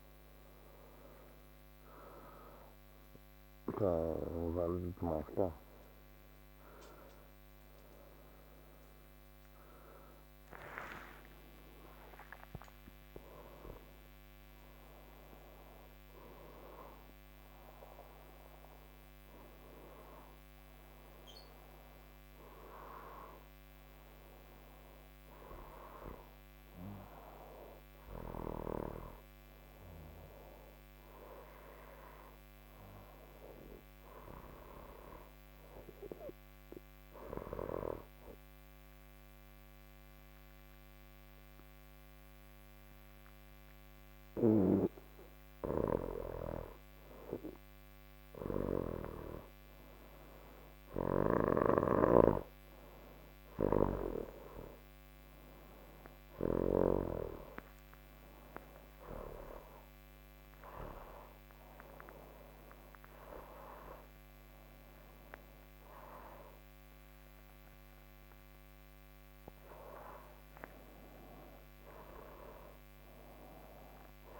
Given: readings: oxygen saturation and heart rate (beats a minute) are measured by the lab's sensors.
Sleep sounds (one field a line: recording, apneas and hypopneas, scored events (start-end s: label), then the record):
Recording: breathing in sleep by a microphone on the trachea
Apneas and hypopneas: none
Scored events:
29.50-55.50 s: oxygen desaturation (device-marked, oxygen 97% before, 93% lowest, heart rate 81 before, 69 extreme)
50.50-56.50 s: snoring (device-marked)
From the record:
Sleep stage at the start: N3 (deep sleep)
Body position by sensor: on the back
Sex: male